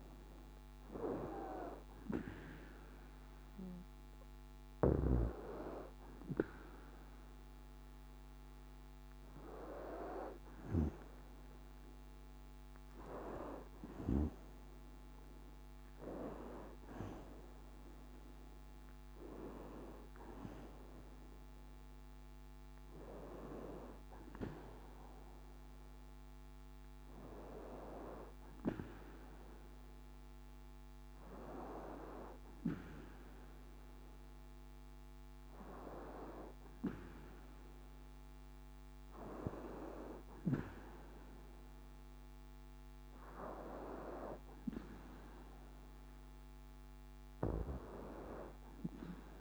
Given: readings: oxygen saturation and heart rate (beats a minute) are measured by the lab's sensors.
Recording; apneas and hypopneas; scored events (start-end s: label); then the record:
breathing in sleep by a microphone on the trachea; none
5.50-16.50 s: oxygen desaturation (device-marked, oxygen 95% before, 92% lowest, heart rate 63 before, 63 extreme)
11.00-17.00 s: arousal
From the record:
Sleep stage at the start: N2 (light sleep); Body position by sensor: on the back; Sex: female